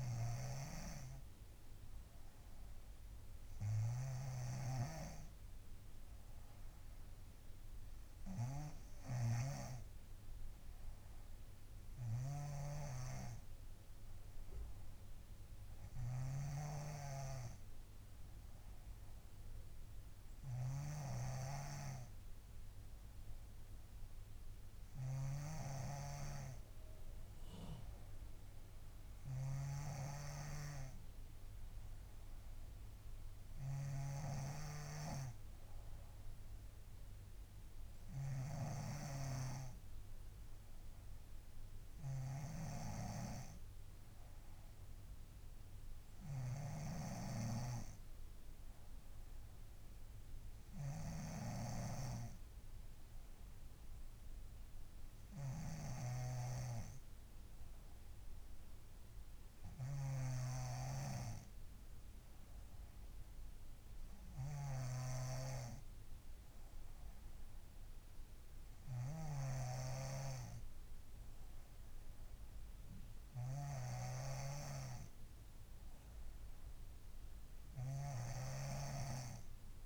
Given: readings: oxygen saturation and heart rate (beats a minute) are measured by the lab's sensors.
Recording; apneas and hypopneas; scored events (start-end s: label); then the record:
breathing in sleep by a room microphone; none
0.00-79.86 s: snoring (device-marked)
13.50-79.86 s: new sleep stage, N3 (deep sleep)
From the record:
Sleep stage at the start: N2 (light sleep); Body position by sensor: on the front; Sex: female